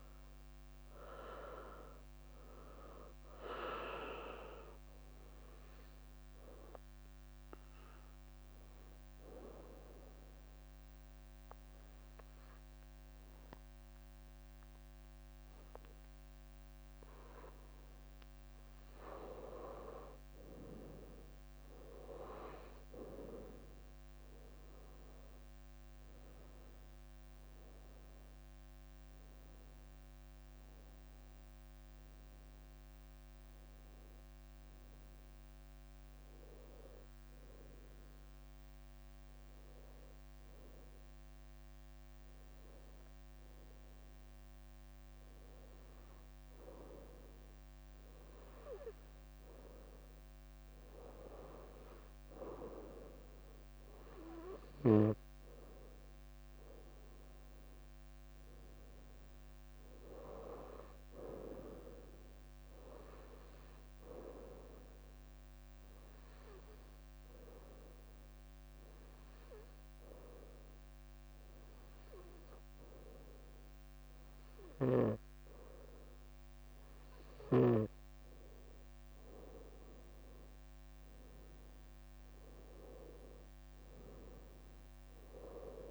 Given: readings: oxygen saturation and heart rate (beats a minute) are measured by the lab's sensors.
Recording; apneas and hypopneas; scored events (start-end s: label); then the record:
breathing in sleep by a microphone on the trachea; 3
2.50-11.50 s: leg movement (device-marked)
9.00-19.00 s: hypopnea (oxygen 98% before, 94% lowest, heart rate 65 before, 60 extreme, up 10 after)
16.50-23.00 s: leg movement (device-marked)
21.50-26.50 s: arousal
25.50-44.50 s: oxygen desaturation (device-marked, oxygen 98% before, 94% lowest, heart rate 65 before, 60 extreme)
26.00-33.50 s: leg movement (device-marked)
36.00-41.50 s: leg movement (device-marked)
37.00-49.00 s: hypopnea (oxygen 98% before, 94% lowest, heart rate 68 before, 60 extreme, up 8 after)
45.00-51.00 s: leg movement (device-marked)
54.00-57.50 s: arousal
54.00-60.50 s: leg movement (device-marked)
63.50-71.50 s: leg movement (device-marked)
64.50-76.50 s: hypopnea (oxygen 98% before, 94% lowest, heart rate 65 before, 59 extreme, up 9 after)
74.50-83.50 s: leg movement (device-marked)
79.50-83.50 s: arousal
From the record:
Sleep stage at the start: N2 (light sleep); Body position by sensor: on the right side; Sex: female